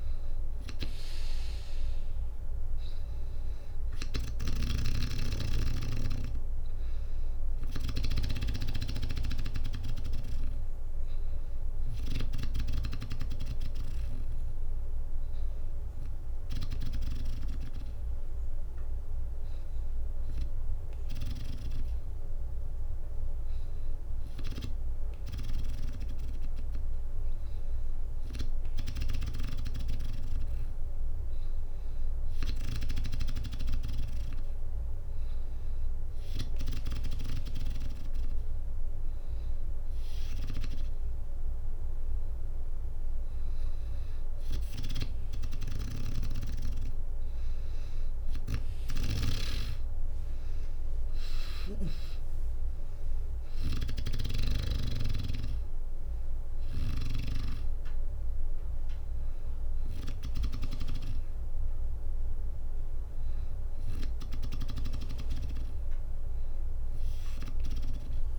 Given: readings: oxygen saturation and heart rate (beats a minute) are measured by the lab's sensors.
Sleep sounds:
breathing in sleep by a room microphone; none
3.50-7.00 s: arousal
3.50-16.50 s: snoring (device-marked)
15.00-22.00 s: bradycardia (device-marked, heart rate 63 before, 59 extreme)
44.50-54.00 s: snoring (device-marked)
49.00-52.00 s: arousal
49.00-62.00 s: drop in pulse transit time (device-marked, heart rate 64 before, 64 extreme)
56.00-60.00 s: snoring (device-marked)
From the record:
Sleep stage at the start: N2 (light sleep); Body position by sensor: on the back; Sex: female

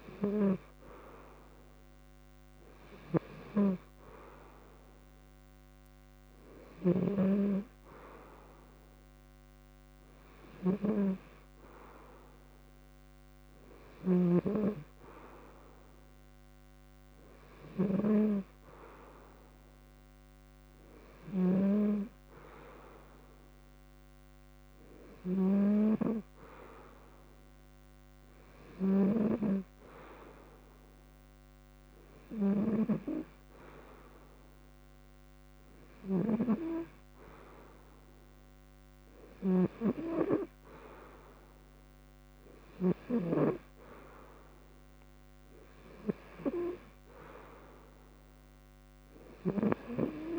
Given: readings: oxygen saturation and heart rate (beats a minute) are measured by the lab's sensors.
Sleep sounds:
breathing in sleep by a microphone on the trachea; none
0.00-6.50 s: snoring (device-marked)
0.00-8.50 s: oxygen desaturation (device-marked, oxygen 92% lowest, heart rate 37 extreme)
13.50-21.00 s: snoring (device-marked)
28.50-32.50 s: snoring (device-marked)
39.00-42.50 s: snoring (device-marked)
From the record:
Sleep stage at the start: N2 (light sleep); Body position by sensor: on the front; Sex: male

